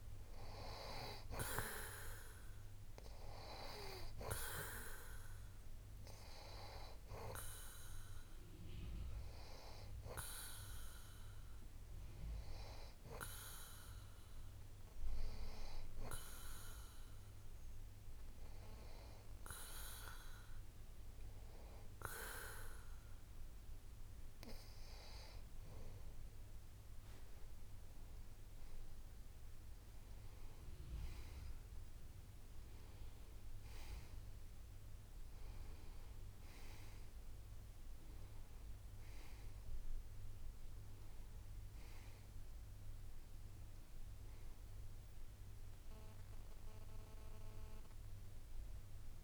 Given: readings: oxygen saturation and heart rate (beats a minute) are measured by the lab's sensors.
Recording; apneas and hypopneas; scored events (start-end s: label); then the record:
breathing in sleep by a room microphone; none
28.50-33.00 s: arousal
From the record:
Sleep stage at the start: N2 (light sleep); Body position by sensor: on the back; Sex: male